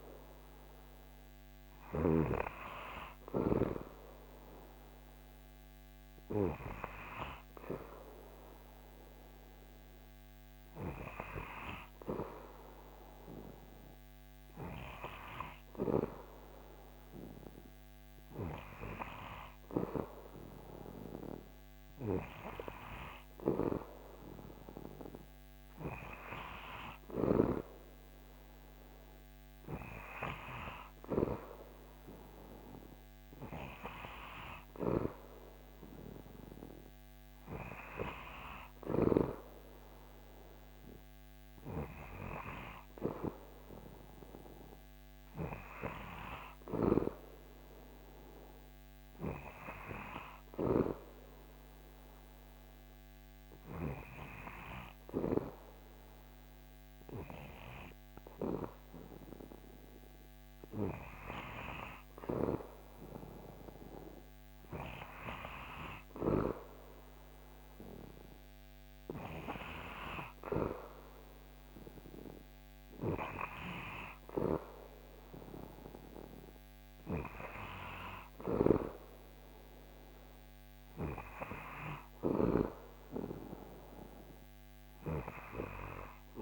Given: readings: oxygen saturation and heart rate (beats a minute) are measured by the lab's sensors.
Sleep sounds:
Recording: breathing in sleep by a microphone on the trachea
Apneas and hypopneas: none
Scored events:
none scored
From the record:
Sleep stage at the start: N2 (light sleep)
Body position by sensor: on the back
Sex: male

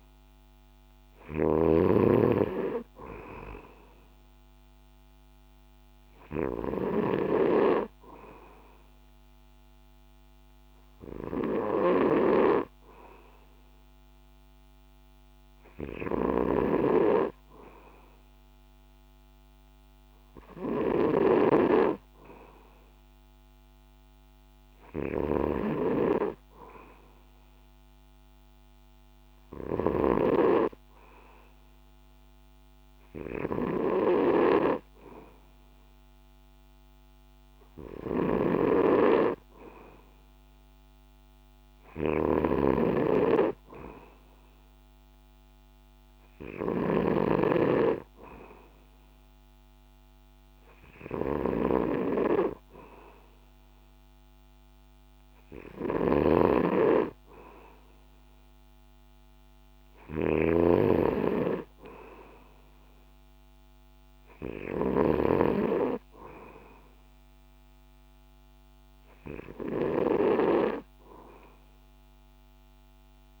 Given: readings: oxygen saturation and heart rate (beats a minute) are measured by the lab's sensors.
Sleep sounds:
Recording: breathing in sleep by a microphone on the trachea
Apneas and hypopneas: none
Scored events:
0.00-7.00 s: snoring (device-marked)
16.00-73.40 s: snoring (device-marked)
From the record:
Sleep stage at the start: N2 (light sleep)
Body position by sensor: on the back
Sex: male

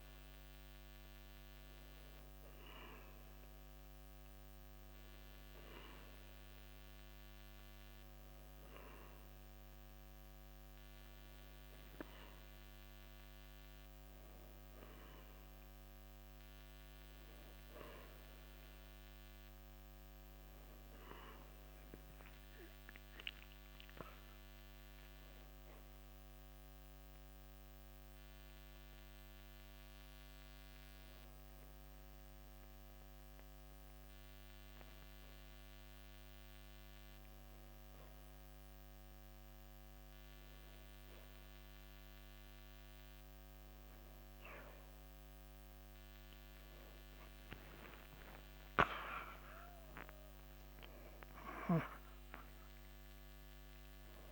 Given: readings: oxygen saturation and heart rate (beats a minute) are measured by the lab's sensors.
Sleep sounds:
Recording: a person awake in a sleep study, by a microphone on the trachea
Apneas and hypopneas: none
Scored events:
5.00-54.32 s: new sleep stage, awake
48.00-52.00 s: arousal
From the record:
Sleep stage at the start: N2 (light sleep)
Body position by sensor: on the back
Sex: male

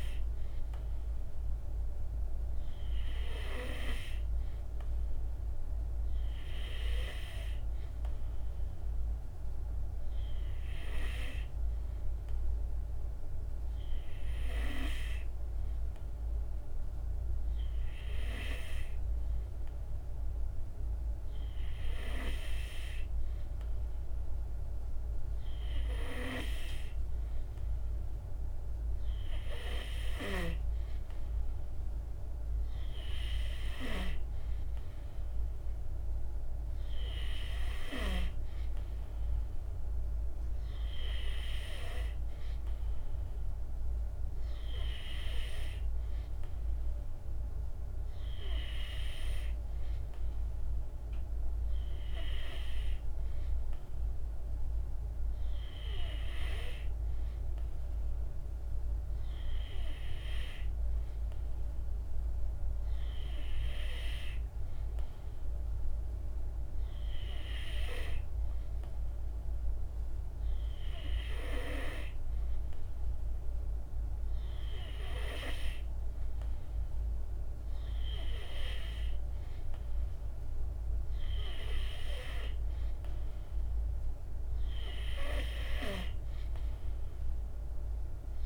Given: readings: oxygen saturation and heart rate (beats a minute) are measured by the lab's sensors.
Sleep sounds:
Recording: breathing in sleep by a room microphone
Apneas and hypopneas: none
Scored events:
none scored
From the record:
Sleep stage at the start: N2 (light sleep)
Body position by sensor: on the back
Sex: male

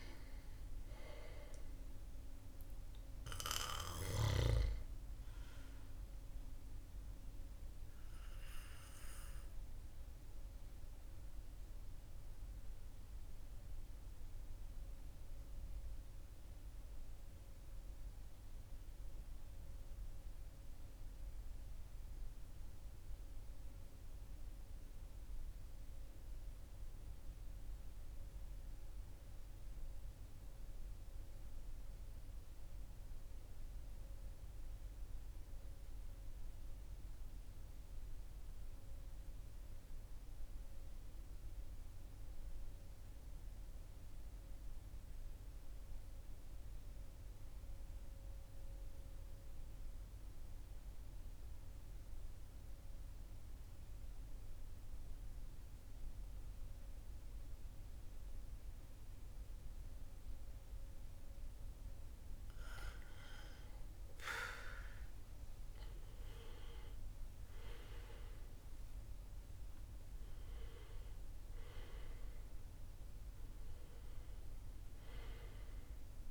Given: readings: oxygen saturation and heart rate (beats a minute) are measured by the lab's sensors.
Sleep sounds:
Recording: breathing in sleep by a room microphone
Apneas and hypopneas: 1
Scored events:
0.00-2.50 s: oxygen desaturation (device-marked, oxygen 93% lowest, heart rate 38 extreme)
4.50-25.50 s: oxygen desaturation (device-marked, oxygen 94% before, 89% lowest, heart rate 43 before, 38 extreme)
7.50-61.00 s: mixed apnea (oxygen 96% before, 89% lowest, heart rate 43 before, 38 extreme, up 5 after)
58.50-76.31 s: oxygen desaturation (device-marked, oxygen 98% before, 90% lowest, heart rate 39 before, 38 extreme)
64.00-69.50 s: arousal
From the record:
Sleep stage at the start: N2 (light sleep)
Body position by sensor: on the back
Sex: male

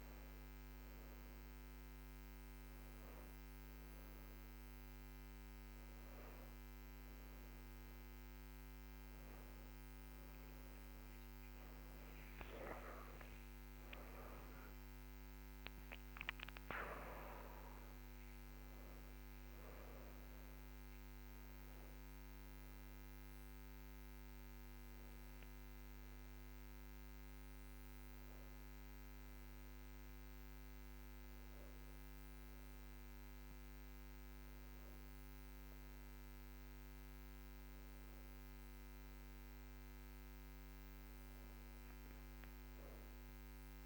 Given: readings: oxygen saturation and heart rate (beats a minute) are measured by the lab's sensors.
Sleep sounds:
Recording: a person awake in a sleep study, hard to hear, by a microphone on the trachea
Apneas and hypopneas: none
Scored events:
none scored
From the record:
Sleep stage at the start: awake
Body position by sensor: on the back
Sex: female

